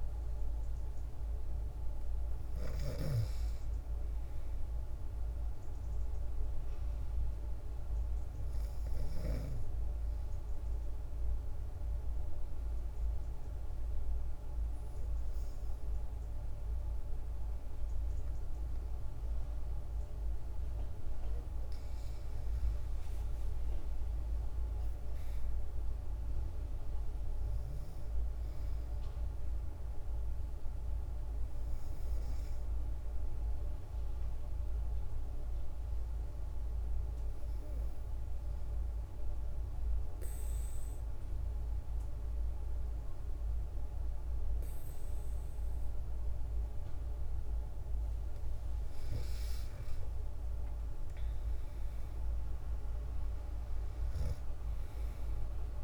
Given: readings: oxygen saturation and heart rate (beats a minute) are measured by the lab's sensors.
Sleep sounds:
breathing in sleep, hard to hear, by a room microphone; 2
10.00-20.50 s: obstructive apnea (oxygen 96% before, 91% lowest, heart rate 134 before, 49 extreme, up 44 after)
22.00-25.50 s: arousal
31.00-47.00 s: obstructive apnea (oxygen 96% before, 91% lowest, heart rate 83 before, 44 extreme)
48.00-51.50 s: arousal
50.00-55.83 s: oxygen desaturation (device-marked, oxygen 96% before, 91% lowest, heart rate 135 before, 44 extreme)
From the record:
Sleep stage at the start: N2 (light sleep); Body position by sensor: on the back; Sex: female

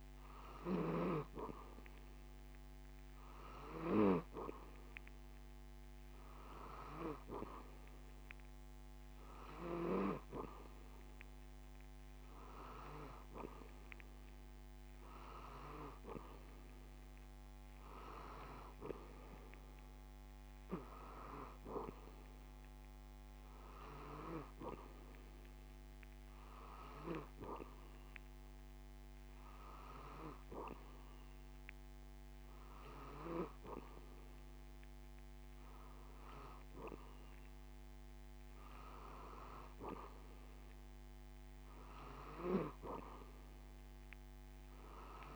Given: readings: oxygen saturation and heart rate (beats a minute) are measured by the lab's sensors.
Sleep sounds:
breathing in sleep by a microphone on the trachea; none
none scored
From the record:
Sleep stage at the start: N2 (light sleep); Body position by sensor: on the back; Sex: male

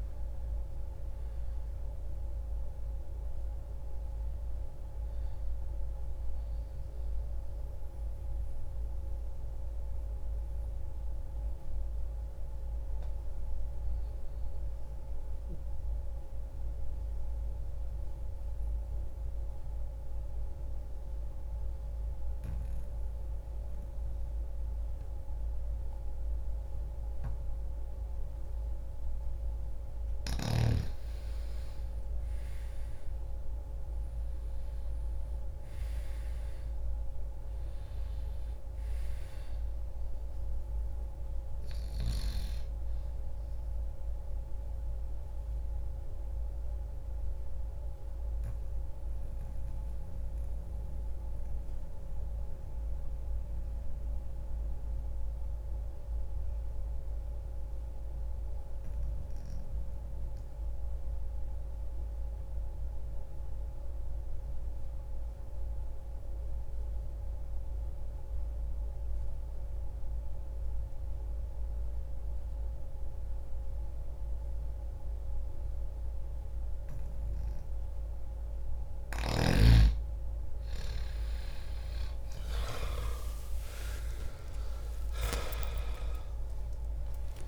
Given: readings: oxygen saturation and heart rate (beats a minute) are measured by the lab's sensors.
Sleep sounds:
breathing in sleep, hard to hear, by a room microphone; 2
0.00-6.50 s: oxygen desaturation (device-marked, oxygen 89% lowest, heart rate 60 extreme)
5.00-30.00 s: mixed apnea (oxygen 97% before, 87% lowest, heart rate 74 before, 60 extreme, up 1 after)
16.50-25.50 s: oxygen desaturation (device-marked, oxygen 91% before, 88% lowest, heart rate 70 before, 60 extreme)
31.50-36.50 s: arousal
44.50-78.00 s: obstructive apnea (oxygen 98% before, 87% lowest, heart rate 61 before, 46 extreme, up 14 after)
53.50-63.50 s: oxygen desaturation (device-marked, oxygen 94% before, 87% lowest, heart rate 61 before, 59 extreme)
79.50-87.48 s: new sleep stage, awake
79.50-87.48 s: oxygen desaturation (device-marked, oxygen 95% before, 90% lowest, heart rate 60 before, 30 extreme)
From the record:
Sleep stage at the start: N2 (light sleep); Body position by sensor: on the back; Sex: male

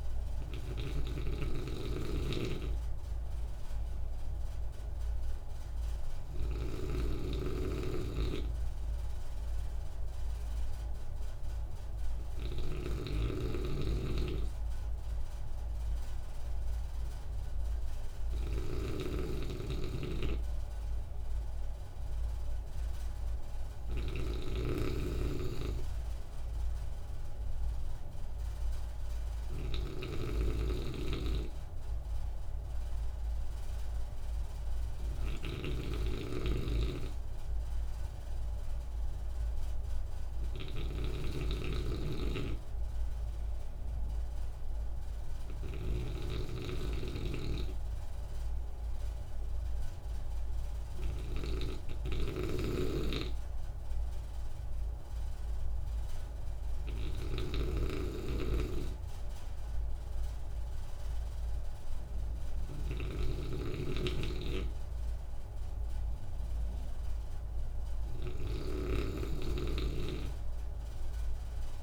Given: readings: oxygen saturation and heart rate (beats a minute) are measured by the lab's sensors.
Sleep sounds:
breathing in sleep by a room microphone; none
0.00-46.00 s: snoring (device-marked)
52.00-71.83 s: snoring (device-marked)
From the record:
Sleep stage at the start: N2 (light sleep); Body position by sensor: on the right side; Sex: male

